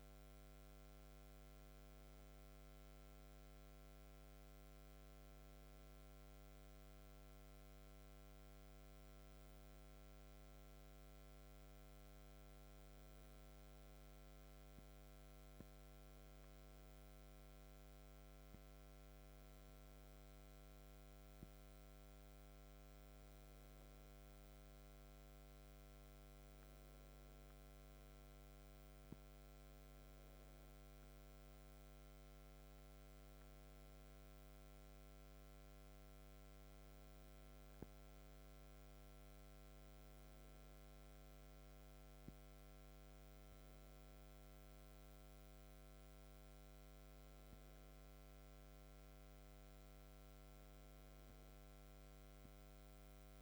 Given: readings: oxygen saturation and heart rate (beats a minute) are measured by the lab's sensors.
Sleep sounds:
breathing in sleep, hard to hear, by a microphone on the trachea; none
none scored
From the record:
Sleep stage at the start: N2 (light sleep); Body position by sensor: on the back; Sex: male

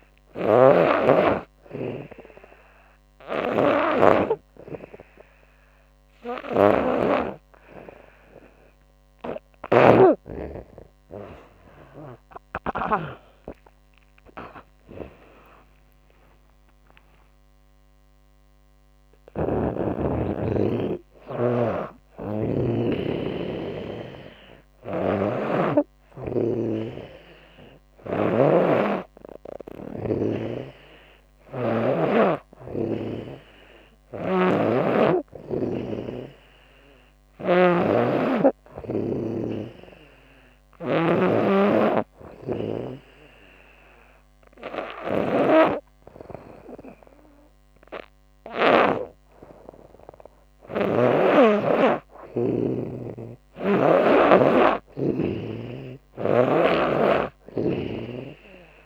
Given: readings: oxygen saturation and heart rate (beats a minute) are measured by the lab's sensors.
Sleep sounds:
breathing in sleep by a microphone on the trachea; 1
0.00-12.50 s: snoring (device-marked)
11.50-16.00 s: arousal
18.50-22.00 s: snoring (device-marked)
24.00-27.50 s: snoring (device-marked)
37.00-48.00 s: snoring (device-marked)
41.50-52.00 s: obstructive apnea (oxygen 97% before, 96% lowest, heart rate 76 before, 74 extreme, up 4 after)
55.00-58.00 s: arousal
55.00-58.86 s: snoring (device-marked)
From the record:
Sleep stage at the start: N2 (light sleep); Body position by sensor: on the back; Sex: female

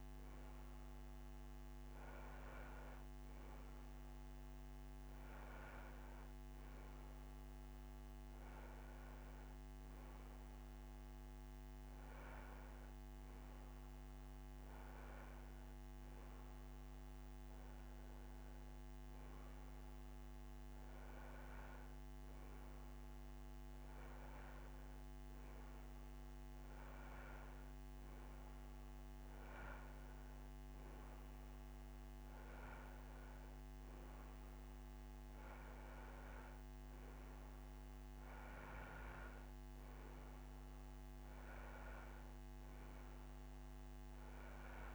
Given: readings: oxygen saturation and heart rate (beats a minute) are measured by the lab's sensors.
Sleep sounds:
breathing in sleep, hard to hear, by a microphone on the trachea; none
none scored
From the record:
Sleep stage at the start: N2 (light sleep); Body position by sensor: on the right side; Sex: male

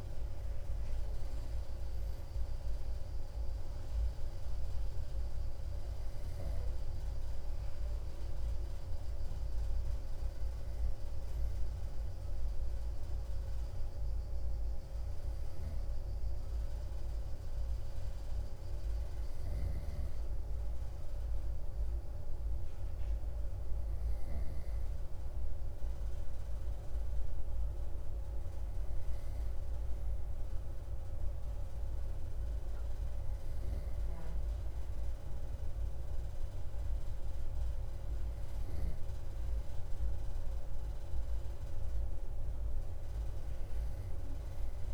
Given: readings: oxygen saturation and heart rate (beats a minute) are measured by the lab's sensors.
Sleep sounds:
breathing in sleep, hard to hear, by a room microphone; none
none scored
From the record:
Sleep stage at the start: N2 (light sleep); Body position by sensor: on the right side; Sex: male

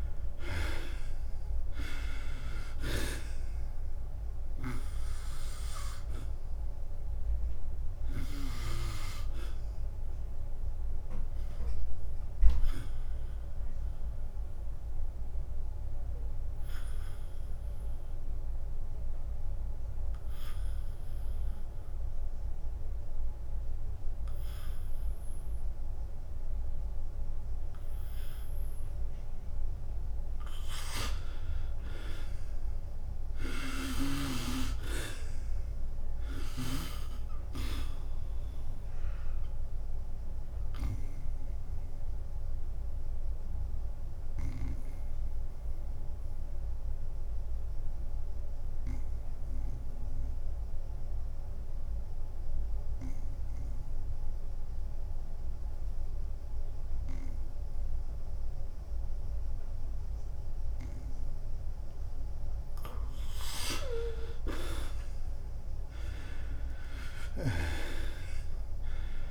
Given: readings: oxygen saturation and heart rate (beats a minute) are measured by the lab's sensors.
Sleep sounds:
breathing in sleep by a room microphone; 2
0.00-1.50 s: arousal
0.00-18.00 s: drop in pulse transit time (device-marked, heart rate 85 extreme)
12.00-30.50 s: obstructive apnea (oxygen 98% before, 82% lowest, heart rate 90 before, 87 extreme, up 5 after)
20.00-28.00 s: oxygen desaturation (device-marked, oxygen 92% before, 84% lowest, heart rate 94 before, 87 extreme)
30.00-46.00 s: oxygen desaturation (device-marked, oxygen 98% before, 91% lowest, heart rate 92 before, 85 extreme)
33.00-36.00 s: arousal
34.00-46.00 s: drop in pulse transit time (device-marked, heart rate 91 before, 90 extreme)
42.50-62.50 s: obstructive apnea (oxygen 98% before, 82% lowest, heart rate 90 before, 85 extreme, up 7 after)
54.00-58.00 s: oxygen desaturation (device-marked, oxygen 92% before, 86% lowest, heart rate 92 before, 85 extreme)
64.00-69.31 s: drop in pulse transit time (device-marked, heart rate 90 before, 86 extreme)
65.50-69.31 s: arousal
From the record:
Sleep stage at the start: N2 (light sleep); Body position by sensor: on the back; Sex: male

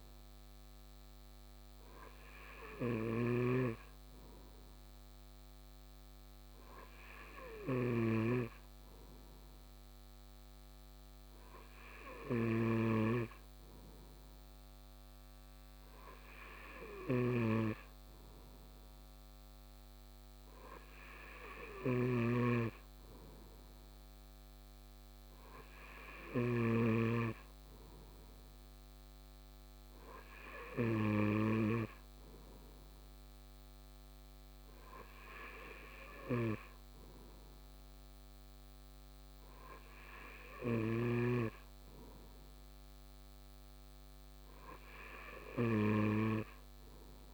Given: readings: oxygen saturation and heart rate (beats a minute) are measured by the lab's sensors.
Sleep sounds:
breathing in sleep by a microphone on the trachea; none
none scored
From the record:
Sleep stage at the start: N2 (light sleep); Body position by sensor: on the right side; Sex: male

